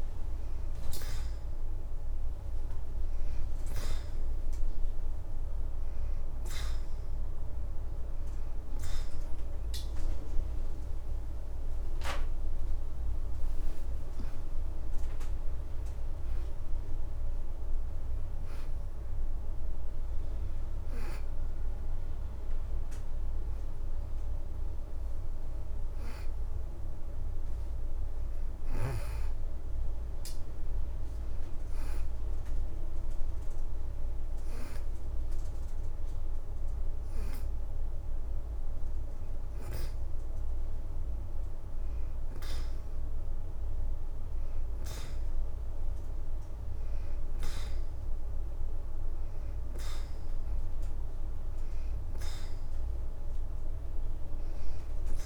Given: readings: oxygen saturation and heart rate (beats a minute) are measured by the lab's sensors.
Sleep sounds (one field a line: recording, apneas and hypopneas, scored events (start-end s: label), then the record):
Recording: breathing in sleep, hard to hear, by a room microphone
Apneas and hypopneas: none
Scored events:
11.00-14.00 s: leg movement (device-marked)
11.50-16.50 s: arousal
24.50-26.50 s: leg movement (device-marked)
34.00-37.00 s: leg movement (device-marked)
From the record:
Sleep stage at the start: N2 (light sleep)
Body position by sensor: on the back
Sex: female